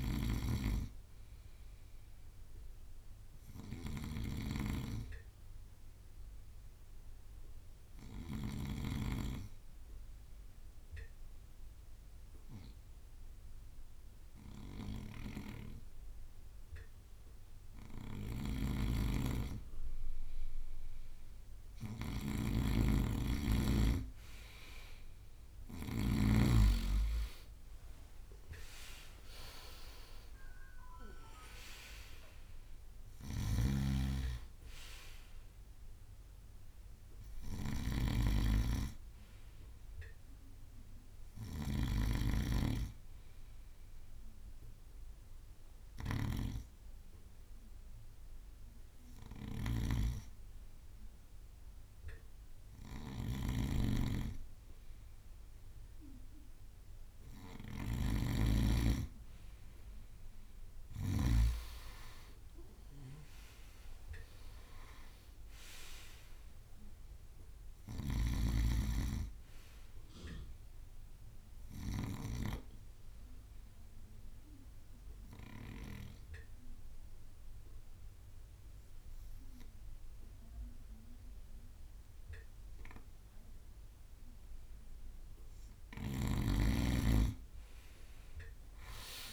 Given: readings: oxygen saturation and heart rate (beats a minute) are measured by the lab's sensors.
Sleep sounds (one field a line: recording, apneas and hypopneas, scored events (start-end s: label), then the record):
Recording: breathing in sleep by a room microphone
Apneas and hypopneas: 3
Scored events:
0.00-3.50 s: oxygen desaturation (device-marked, oxygen 94% lowest, heart rate 50 extreme)
0.00-9.00 s: snoring (device-marked)
0.00-24.50 s: bradycardia (device-marked, heart rate 50 extreme)
4.50-19.00 s: obstructive apnea (oxygen 98% before, 94% lowest, heart rate 59 before, 50 extreme, up 6 after)
15.00-26.50 s: snoring (device-marked)
18.50-37.50 s: drop in pulse transit time (device-marked, heart rate 55 before, 53 extreme)
25.50-40.50 s: oxygen desaturation (device-marked, oxygen 98% before, 94% lowest, heart rate 55 before, 50 extreme)
28.00-33.50 s: arousal
29.50-31.50 s: long interval between heartbeats (device-marked, heart rate 57 before, 75 extreme)
32.50-59.50 s: bradycardia (device-marked, heart rate 57 before, 50 extreme)
33.50-61.50 s: snoring (device-marked)
45.00-57.00 s: hypopnea (oxygen 98% before, 94% lowest, heart rate 61 before, 54 extreme, up 10 after)
60.50-65.50 s: arousal
67.50-87.50 s: bradycardia (device-marked, heart rate 57 before, 54 extreme)
74.00-85.00 s: obstructive apnea (oxygen 98% before, 94% lowest, heart rate 59 before, 51 extreme, up 10 after)
86.50-89.33 s: drop in pulse transit time (device-marked, heart rate 58 before, 57 extreme)
From the record:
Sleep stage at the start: N2 (light sleep)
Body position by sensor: on the right side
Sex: male